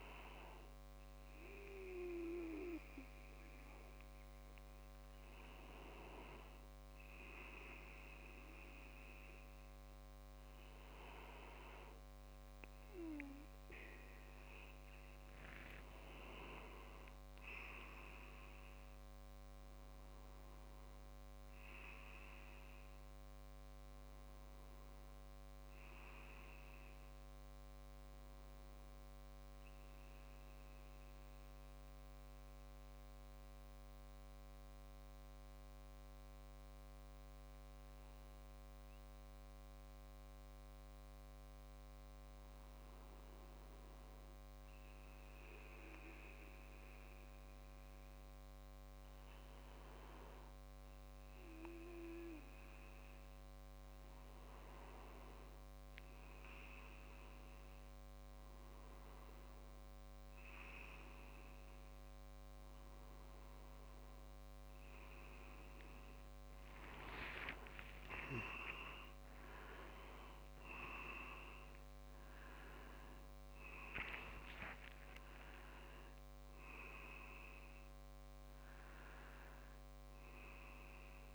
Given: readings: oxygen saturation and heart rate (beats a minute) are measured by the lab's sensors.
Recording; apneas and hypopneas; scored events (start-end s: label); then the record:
breathing in sleep by a microphone on the trachea; 1
21.50-25.00 s: arousal
28.00-43.50 s: central apnea (oxygen 97% before, 95% lowest)
46.00-49.00 s: arousal
65.50-73.00 s: leg movement (device-marked)
71.00-76.00 s: arousal
76.00-81.35 s: new sleep stage, N2 (light sleep)
From the record:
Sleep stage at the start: N1 (lightest sleep); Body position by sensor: on the back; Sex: male